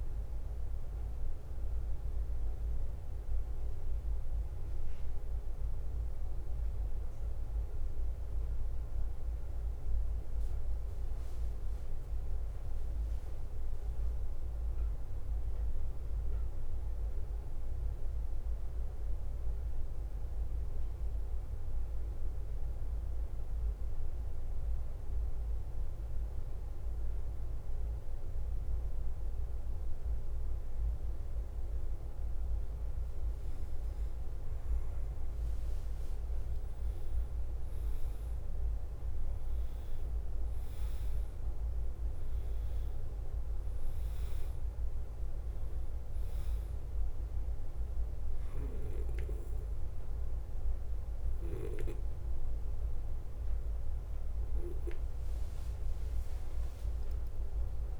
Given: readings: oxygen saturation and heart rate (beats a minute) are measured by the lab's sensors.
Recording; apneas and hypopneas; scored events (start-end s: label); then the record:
breathing in sleep, hard to hear, by a room microphone; 1
0.00-53.50 s: bradycardia (device-marked, heart rate 43 extreme)
12.00-15.00 s: arousal
17.00-34.50 s: obstructive apnea (oxygen 97% before, 93% lowest, heart rate 52 before, 50 extreme, up 5 after)
37.00-41.00 s: arousal
55.50-58.00 s: bradycardia (device-marked, heart rate 52 before, 46 extreme)
56.50-58.00 s: long interval between heartbeats (device-marked, heart rate 54 before, 60 extreme)
From the record:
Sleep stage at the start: N2 (light sleep); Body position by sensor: on the back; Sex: male